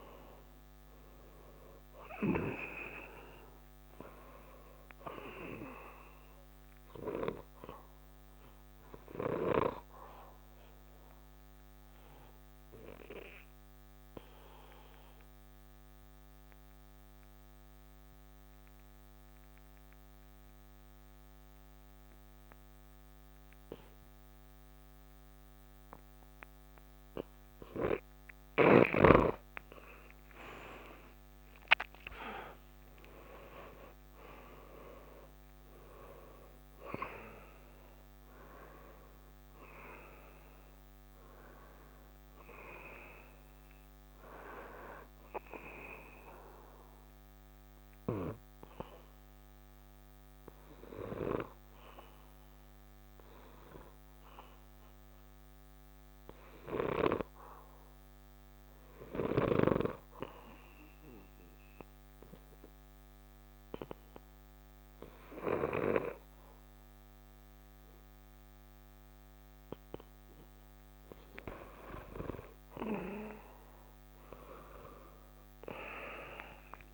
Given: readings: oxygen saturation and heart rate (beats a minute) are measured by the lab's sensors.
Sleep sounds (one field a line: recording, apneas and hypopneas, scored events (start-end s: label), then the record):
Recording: breathing in sleep by a microphone on the trachea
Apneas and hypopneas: 2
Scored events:
0.00-19.50 s: oxygen desaturation (device-marked, oxygen 85% lowest, heart rate 64 extreme)
6.00-29.00 s: obstructive apnea (oxygen 96% before, 85% lowest, heart rate 71 before, 64 extreme, up 4 after)
32.00-37.50 s: arousal
47.50-72.00 s: obstructive apnea (oxygen 97% before, 87% lowest, heart rate 68 before, 63 extreme, up 3 after)
73.50-76.94 s: oxygen desaturation (device-marked, oxygen 97% before, 88% lowest, heart rate 68 before, 62 extreme)
74.00-76.94 s: arousal
From the record:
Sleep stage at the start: N2 (light sleep)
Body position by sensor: on the back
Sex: male